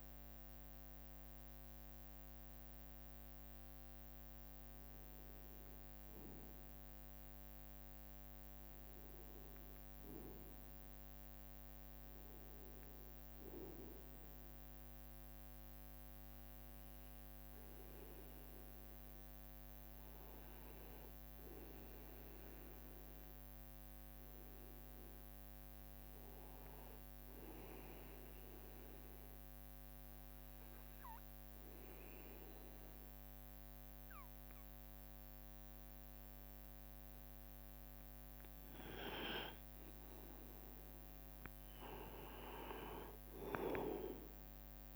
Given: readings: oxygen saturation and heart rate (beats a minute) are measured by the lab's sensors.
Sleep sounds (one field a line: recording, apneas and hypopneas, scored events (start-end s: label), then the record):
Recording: breathing in sleep by a microphone on the trachea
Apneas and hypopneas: 1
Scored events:
0.00-8.00 s: drop in pulse transit time (device-marked, heart rate 63 extreme)
18.00-22.50 s: arousal
19.50-25.50 s: leg movement (device-marked)
22.00-44.96 s: new sleep stage, N2 (light sleep)
28.00-39.50 s: obstructive apnea (oxygen 97% before, 90% lowest, heart rate 67 before, 68 extreme, up 1 after)
41.50-44.96 s: arousal
From the record:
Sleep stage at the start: N1 (lightest sleep)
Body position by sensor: on the right side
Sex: male